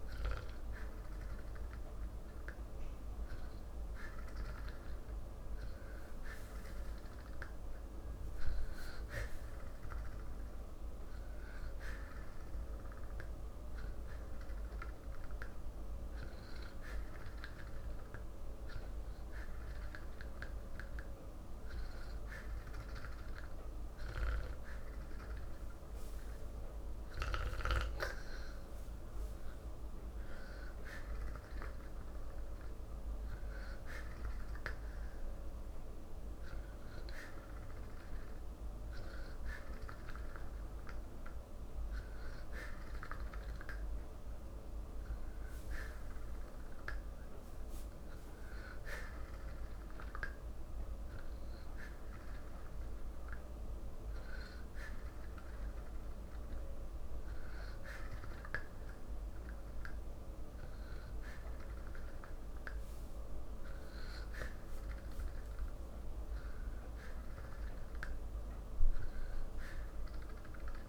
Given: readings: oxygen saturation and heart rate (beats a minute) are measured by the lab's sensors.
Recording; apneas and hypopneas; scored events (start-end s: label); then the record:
breathing in sleep by a room microphone; none
none scored
From the record:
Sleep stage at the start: N3 (deep sleep); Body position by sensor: on the back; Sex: male